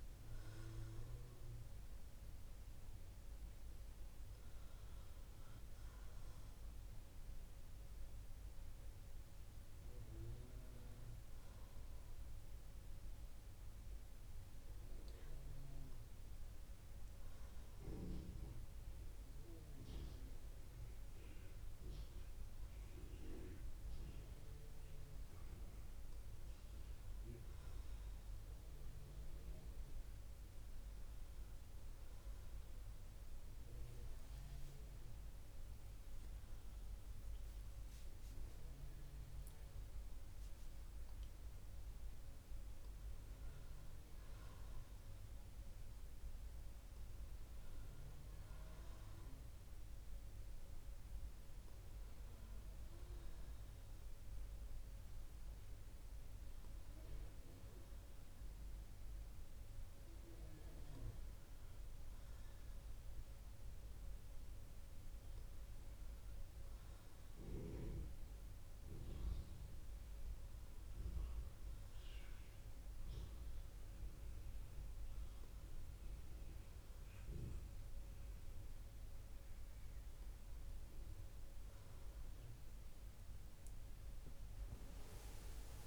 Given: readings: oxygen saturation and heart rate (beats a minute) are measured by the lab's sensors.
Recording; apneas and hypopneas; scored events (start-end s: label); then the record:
breathing in sleep, hard to hear, by a room microphone; none
2.00-10.00 s: oxygen desaturation (device-marked, oxygen 94% before, 91% lowest, heart rate 63 before, 62 extreme)
32.00-36.00 s: arousal
From the record:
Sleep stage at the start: N2 (light sleep); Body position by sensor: on the right side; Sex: female